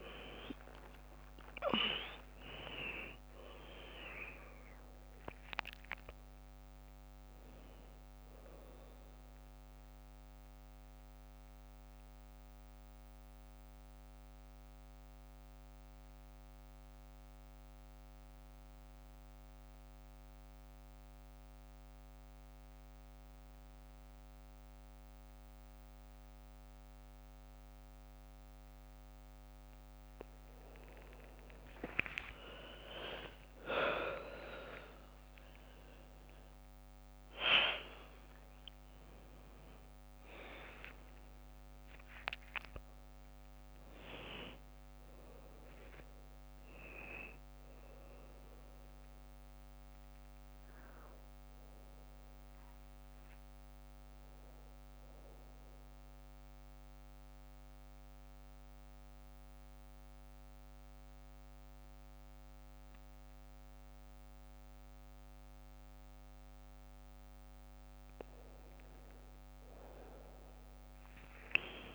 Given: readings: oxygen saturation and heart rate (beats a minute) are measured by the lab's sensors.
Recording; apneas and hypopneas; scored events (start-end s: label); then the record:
breathing in sleep by a microphone on the trachea; 2
11.00-29.50 s: obstructive apnea (oxygen 98% before, 93% lowest, heart rate 70 before, 53 extreme, up 11 after)
29.50-71.95 s: new sleep stage, N1 (lightest sleep)
31.50-36.00 s: arousal
36.50-61.50 s: oxygen desaturation (device-marked, oxygen 100% before, 93% lowest, heart rate 58 before, 57 extreme)
41.00-43.00 s: long interval between heartbeats (device-marked, heart rate 60 before, 84 extreme)
55.00-67.50 s: mixed apnea (oxygen 100% before, 93% lowest, heart rate 72 before, 57 extreme, up 21 after)
69.50-71.95 s: arousal
From the record:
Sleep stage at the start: N2 (light sleep); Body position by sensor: on the right side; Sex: female